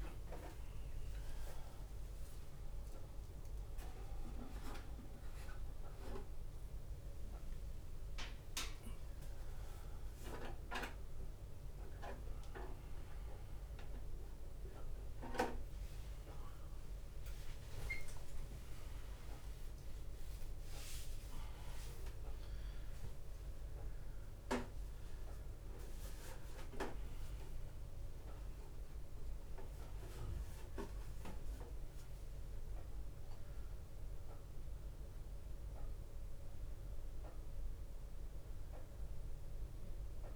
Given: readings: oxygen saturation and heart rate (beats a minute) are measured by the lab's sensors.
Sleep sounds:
a person awake in a sleep study, by a room microphone; none
0.00-5.00 s: tachycardia (device-marked, heart rate 152 extreme)
0.00-9.00 s: drop in pulse transit time (device-marked, heart rate 96 extreme)
0.50-2.50 s: long interval between heartbeats (device-marked, heart rate 100 before, 138 extreme)
3.00-5.00 s: long interval between heartbeats (device-marked, heart rate 107 before, 123 extreme)
15.00-25.00 s: tachycardia (device-marked, heart rate 63 before, 158 extreme)
17.50-19.50 s: long interval between heartbeats (device-marked, heart rate 112 before, 93 extreme)
21.00-32.00 s: drop in pulse transit time (device-marked, heart rate 106 before, 80 extreme)
22.50-24.50 s: long interval between heartbeats (device-marked, heart rate 106 before, 149 extreme)
36.00-40.36 s: oxygen desaturation (device-marked, oxygen 97% before, 93% lowest, heart rate 109 before, 77 extreme)
From the record:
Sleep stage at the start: awake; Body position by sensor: upright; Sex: male

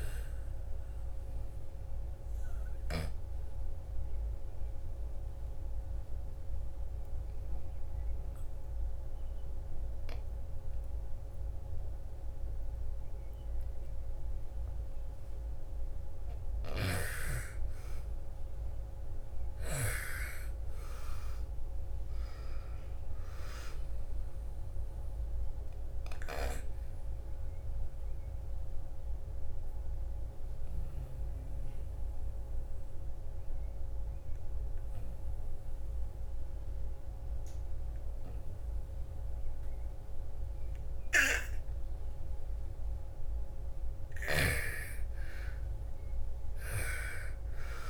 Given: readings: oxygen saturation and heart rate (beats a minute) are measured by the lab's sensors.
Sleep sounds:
breathing in sleep by a room microphone; 2
0.00-11.00 s: oxygen desaturation (device-marked, oxygen 92% lowest, heart rate 55 extreme)
3.00-15.50 s: obstructive apnea (oxygen 98% before, 89% lowest, heart rate 58 before, 54 extreme, up 7 after)
15.50-19.00 s: snoring (device-marked)
17.00-20.50 s: arousal
19.00-38.00 s: oxygen desaturation (device-marked, oxygen 97% before, 89% lowest, heart rate 60 before, 54 extreme)
24.00-42.00 s: obstructive apnea (oxygen 97% before, 89% lowest, heart rate 60 before, 54 extreme, up 9 after)
37.00-47.90 s: new sleep stage, awake
43.00-47.90 s: snoring (device-marked)
From the record:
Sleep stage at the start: N2 (light sleep); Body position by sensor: on the back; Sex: female

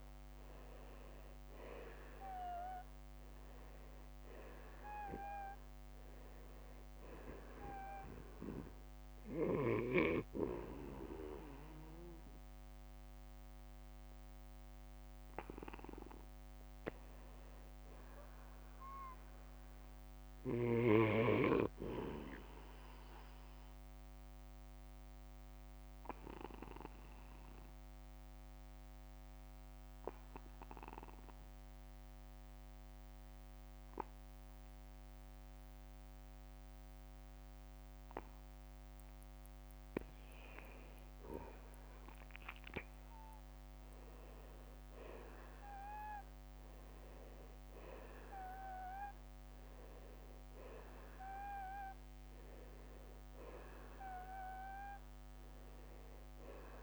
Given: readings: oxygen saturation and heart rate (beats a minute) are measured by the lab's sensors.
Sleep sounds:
breathing in sleep by a microphone on the trachea; 1
0.00-31.50 s: oxygen desaturation (device-marked, oxygen 84% lowest, heart rate 40 extreme)
22.50-39.00 s: obstructive apnea (oxygen 95% before, 84% lowest, heart rate 64 before, 40 extreme)
42.00-47.00 s: arousal
From the record:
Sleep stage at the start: N2 (light sleep); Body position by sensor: on the back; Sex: male

